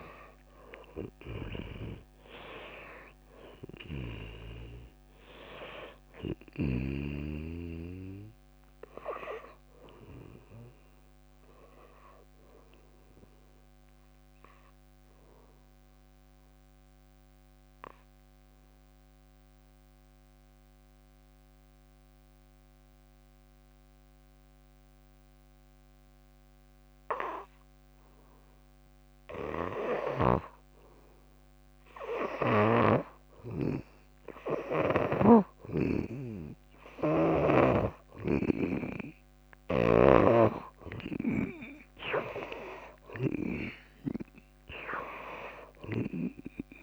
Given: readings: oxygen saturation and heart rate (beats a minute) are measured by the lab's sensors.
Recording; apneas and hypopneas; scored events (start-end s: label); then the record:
breathing in sleep by a microphone on the trachea; 1
0.00-4.50 s: arousal
0.00-21.50 s: oxygen desaturation (device-marked, oxygen 90% lowest, heart rate 55 extreme)
1.50-3.50 s: long interval between heartbeats (device-marked, heart rate 62 before, 93 extreme)
3.50-7.00 s: snoring (device-marked)
15.00-31.00 s: obstructive apnea (oxygen 96% before, 82% lowest, heart rate 73 before, 57 extreme, up 6 after)
31.50-46.83 s: oxygen desaturation (device-marked, oxygen 97% before, 82% lowest, heart rate 57 before, 57 extreme)
32.50-36.00 s: snoring (device-marked)
34.00-37.50 s: arousal
38.00-41.50 s: snoring (device-marked)
From the record:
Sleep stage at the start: N2 (light sleep); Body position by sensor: on the back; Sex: female